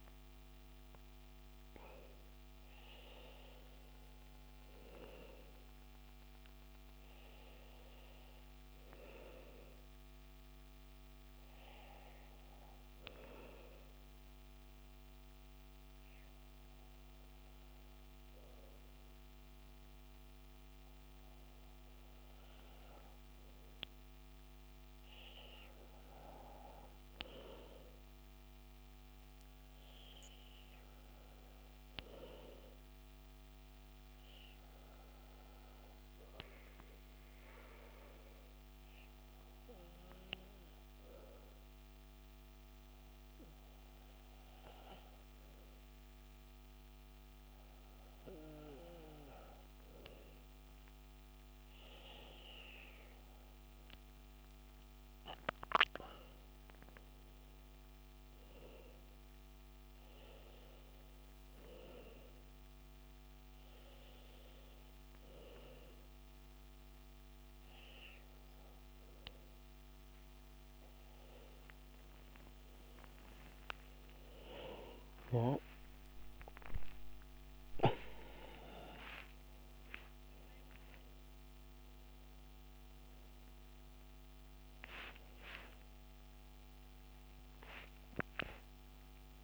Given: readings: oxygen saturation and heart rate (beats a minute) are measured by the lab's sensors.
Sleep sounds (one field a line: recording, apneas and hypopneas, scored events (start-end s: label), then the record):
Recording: a person partly awake in a sleep study, by a microphone on the trachea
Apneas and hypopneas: 2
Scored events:
1.50-61.50 s: new sleep stage, N2 (light sleep)
11.50-22.00 s: obstructive apnea (oxygen 98% before, 96% lowest, heart rate 67 before, 61 extreme, up 4 after)
25.50-29.50 s: arousal
32.50-49.00 s: hypopnea (oxygen 97% before, 96% lowest, heart rate 63 before, 65 extreme, up 11 after)
61.50-89.44 s: new sleep stage, awake
74.50-76.50 s: long interval between heartbeats (device-marked, heart rate 75 before, 107 extreme)
87.50-89.44 s: tachycardia (device-marked, heart rate 69 before, 90 extreme)
From the record:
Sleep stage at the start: N1 (lightest sleep)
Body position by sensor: on the back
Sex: male